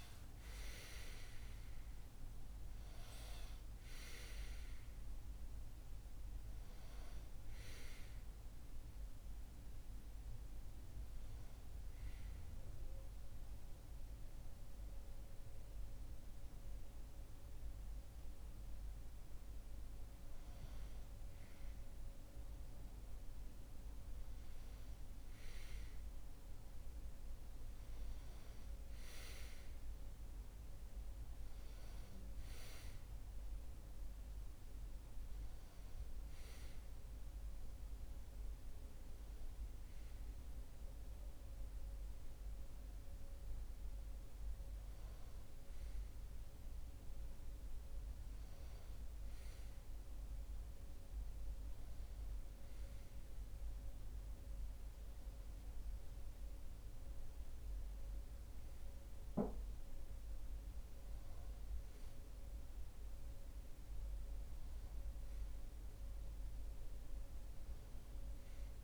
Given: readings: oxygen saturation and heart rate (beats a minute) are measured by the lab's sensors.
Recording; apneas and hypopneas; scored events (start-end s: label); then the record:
a person partly awake in a sleep study, hard to hear, by a room microphone; none
13.00-68.84 s: new sleep stage, N1 (lightest sleep)
From the record:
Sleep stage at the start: awake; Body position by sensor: on the back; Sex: male